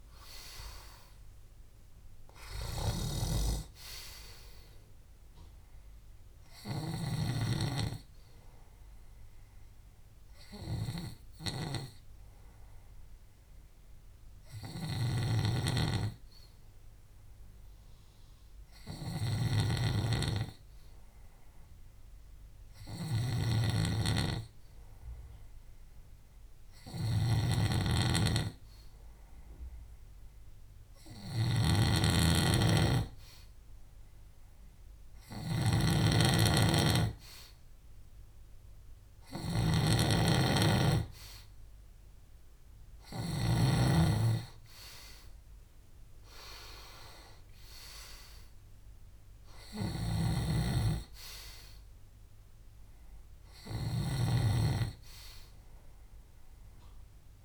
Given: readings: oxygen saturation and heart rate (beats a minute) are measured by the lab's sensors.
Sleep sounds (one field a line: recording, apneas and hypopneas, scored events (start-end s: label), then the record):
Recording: breathing in sleep by a room microphone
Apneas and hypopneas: 1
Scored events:
0.00-7.00 s: snoring (device-marked)
9.50-26.50 s: hypopnea (oxygen 95% before, 93% lowest, heart rate 69 before, 66 extreme, up 1 after)
14.50-43.50 s: snoring (device-marked)
28.50-32.00 s: arousal
49.50-57.45 s: snoring (device-marked)
From the record:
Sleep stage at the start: N2 (light sleep)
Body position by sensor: on the back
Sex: male